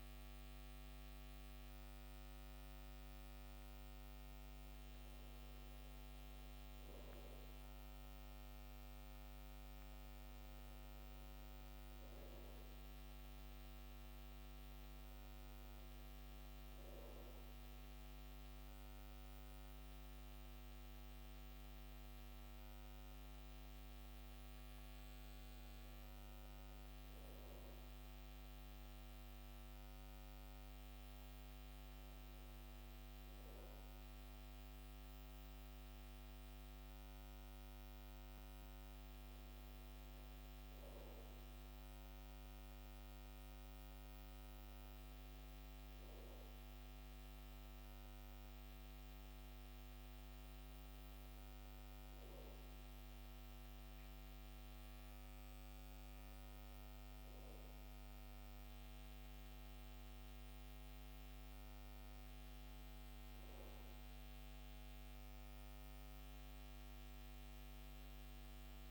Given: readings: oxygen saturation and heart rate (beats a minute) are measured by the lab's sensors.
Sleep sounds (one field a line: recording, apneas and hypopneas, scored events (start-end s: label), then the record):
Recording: breathing in sleep, hard to hear, by a microphone on the trachea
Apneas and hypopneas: none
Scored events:
none scored
From the record:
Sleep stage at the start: REM sleep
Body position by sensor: on the back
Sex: male